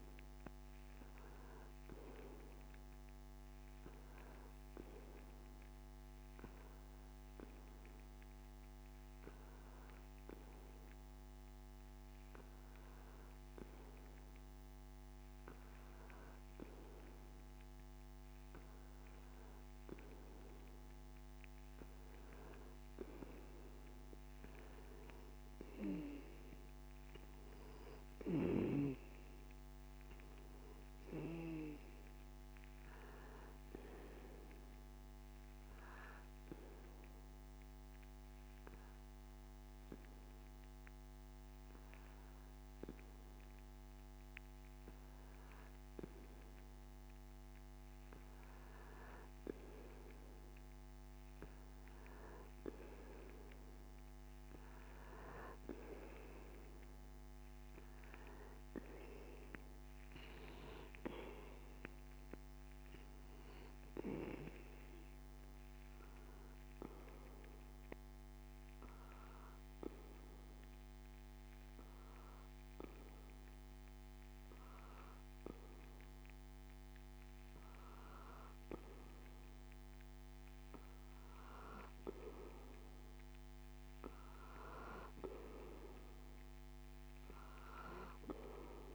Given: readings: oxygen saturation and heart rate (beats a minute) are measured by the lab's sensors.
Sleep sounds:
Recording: breathing in sleep by a microphone on the trachea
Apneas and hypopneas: 2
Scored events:
4.50-18.50 s: hypopnea (oxygen 94% before, 91% lowest)
23.00-26.50 s: arousal
33.50-47.00 s: obstructive apnea (oxygen 93% before, 91% lowest)
49.00-52.50 s: arousal
From the record:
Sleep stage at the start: N2 (light sleep)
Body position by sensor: on the back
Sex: male

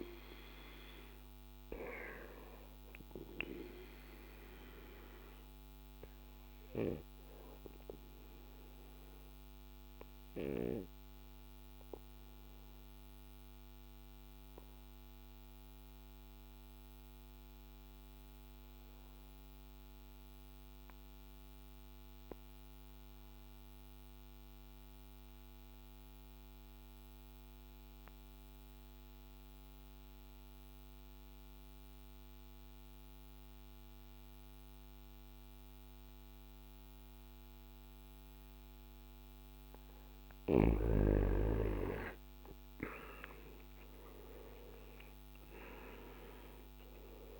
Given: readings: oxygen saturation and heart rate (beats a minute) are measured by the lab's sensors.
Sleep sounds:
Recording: breathing in sleep by a microphone on the trachea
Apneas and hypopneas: 1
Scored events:
0.00-19.00 s: oxygen desaturation (device-marked, oxygen 87% lowest, heart rate 53 extreme)
7.00-40.00 s: obstructive apnea (oxygen 98% before, 87% lowest, heart rate 59 before, 53 extreme, up 10 after)
43.00-47.00 s: arousal
From the record:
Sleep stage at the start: N2 (light sleep)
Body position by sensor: on the back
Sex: male

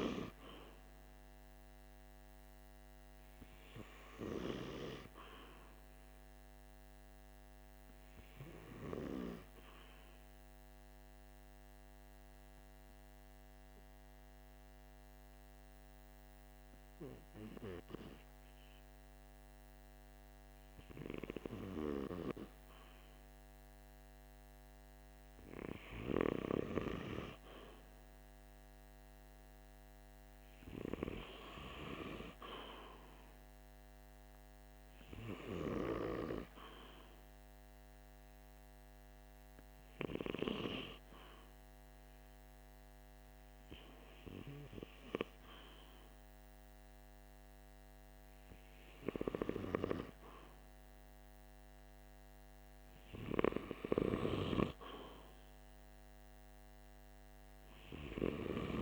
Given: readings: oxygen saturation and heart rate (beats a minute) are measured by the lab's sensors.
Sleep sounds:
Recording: breathing in sleep by a microphone on the trachea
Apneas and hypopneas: 2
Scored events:
6.50-23.00 s: obstructive apnea (oxygen 97% before, 94% lowest, heart rate 48 before, 46 extreme, up 1 after)
26.00-30.00 s: arousal
36.50-50.00 s: hypopnea (oxygen 96% before, 94% lowest, heart rate 47 before, 46 extreme, up 3 after)
52.00-56.00 s: arousal
From the record:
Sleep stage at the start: N2 (light sleep)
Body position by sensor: on the right side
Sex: male

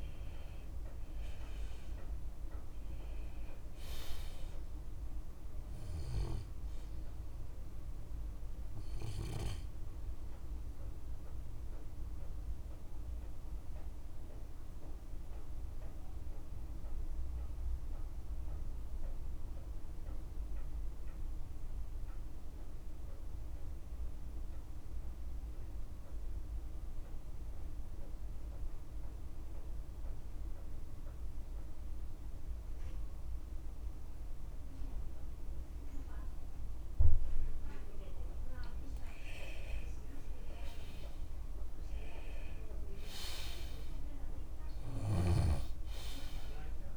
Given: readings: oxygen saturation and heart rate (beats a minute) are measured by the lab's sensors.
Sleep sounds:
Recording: breathing in sleep by a room microphone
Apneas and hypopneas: 1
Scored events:
0.00-29.50 s: oxygen desaturation (device-marked, oxygen 88% lowest, heart rate 33 extreme)
2.00-4.00 s: long interval between heartbeats (device-marked, heart rate 47 before, 36 extreme)
13.50-38.50 s: mixed apnea (oxygen 96% before, 88% lowest, heart rate 41 before, 50 extreme, up 11 after)
38.50-40.50 s: long interval between heartbeats (device-marked, heart rate 52 before, 59 extreme)
41.00-44.00 s: arousal
42.50-46.97 s: oxygen desaturation (device-marked, oxygen 98% before, 89% lowest, heart rate 53 before, 50 extreme)
From the record:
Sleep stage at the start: N2 (light sleep)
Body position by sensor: on the left side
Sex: male

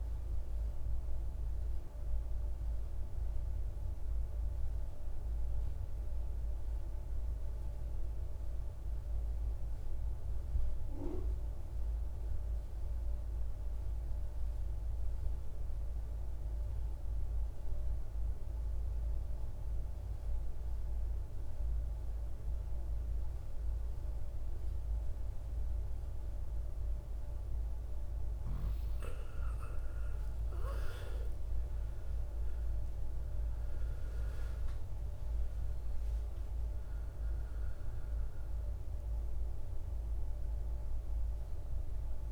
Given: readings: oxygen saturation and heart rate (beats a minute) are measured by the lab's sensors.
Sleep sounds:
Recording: breathing in sleep, hard to hear, by a room microphone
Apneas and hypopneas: 1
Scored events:
3.50-26.50 s: obstructive apnea (oxygen 99% before, 84% lowest, heart rate 61 before, 55 extreme, up 15 after)
20.00-42.32 s: oxygen desaturation (device-marked, oxygen 98% before, 84% lowest, heart rate 57 before, 52 extreme)
29.00-34.50 s: arousal
From the record:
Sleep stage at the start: N2 (light sleep)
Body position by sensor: on the right side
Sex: male

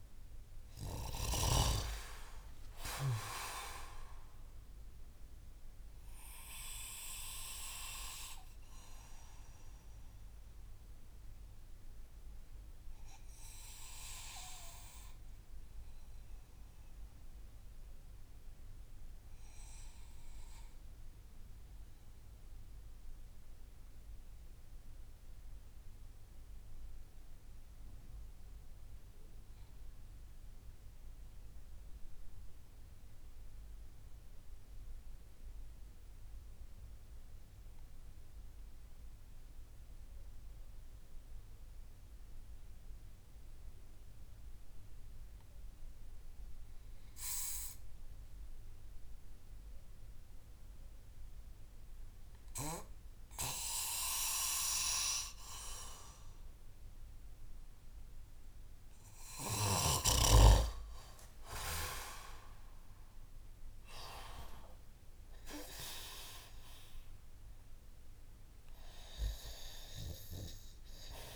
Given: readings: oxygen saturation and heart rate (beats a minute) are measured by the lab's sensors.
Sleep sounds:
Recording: breathing in sleep by a room microphone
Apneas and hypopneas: 1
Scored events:
6.00-59.00 s: obstructive apnea (oxygen 98% before, 92% lowest)
17.50-26.50 s: oxygen desaturation (device-marked, oxygen 96% before, 92% lowest)
60.50-64.50 s: arousal
From the record:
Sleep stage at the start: N2 (light sleep)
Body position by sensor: on the back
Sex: male

